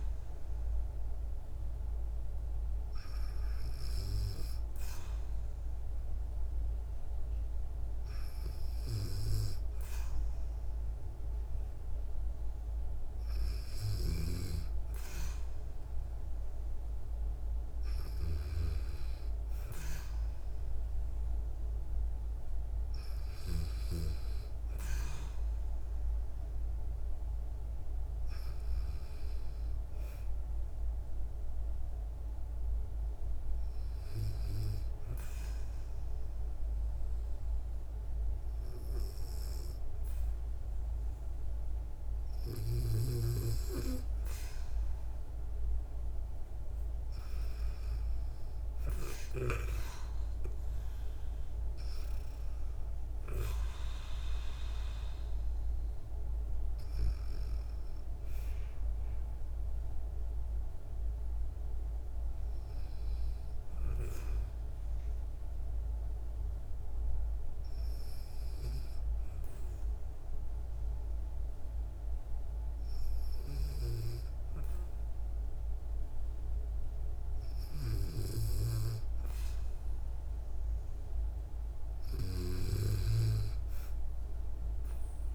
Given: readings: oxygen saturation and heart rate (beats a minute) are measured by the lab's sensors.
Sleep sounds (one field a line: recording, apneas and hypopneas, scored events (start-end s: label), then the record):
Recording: breathing in sleep by a room microphone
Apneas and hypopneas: 2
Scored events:
31.50-41.50 s: hypopnea (oxygen 96% before, 94% lowest, heart rate 61 before, 55 extreme, up 3 after)
43.50-47.50 s: arousal
65.50-80.50 s: hypopnea (oxygen 96% before, 94% lowest, heart rate 61 before, 59 extreme, up 1 after)
83.50-85.35 s: arousal
From the record:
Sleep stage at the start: N2 (light sleep)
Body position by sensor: on the back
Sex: female